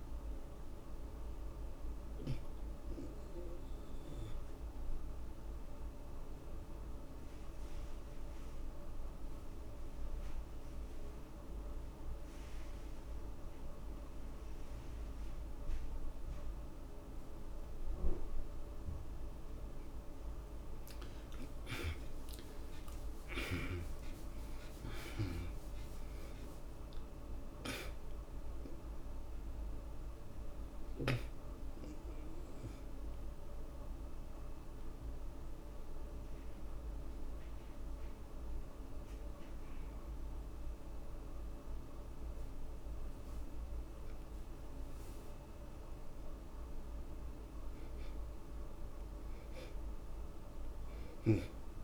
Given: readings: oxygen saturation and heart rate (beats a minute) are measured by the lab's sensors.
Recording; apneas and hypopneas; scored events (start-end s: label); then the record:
breathing in sleep by a room microphone; 2
1.00-18.50 s: obstructive apnea (oxygen 90% before, 67% lowest, heart rate 59 before, 53 extreme, up 11 after)
2.00-15.00 s: oxygen desaturation (device-marked, oxygen 90% before, 69% lowest, heart rate 60 before, 53 extreme)
20.00-24.00 s: arousal
23.00-47.00 s: oxygen desaturation (device-marked, oxygen 94% before, 71% lowest, heart rate 60 before, 53 extreme)
31.00-47.00 s: obstructive apnea (oxygen 94% before, 67% lowest, heart rate 61 before, 53 extreme, up 15 after)
50.00-51.84 s: arousal
From the record:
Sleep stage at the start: N2 (light sleep); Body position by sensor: on the back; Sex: male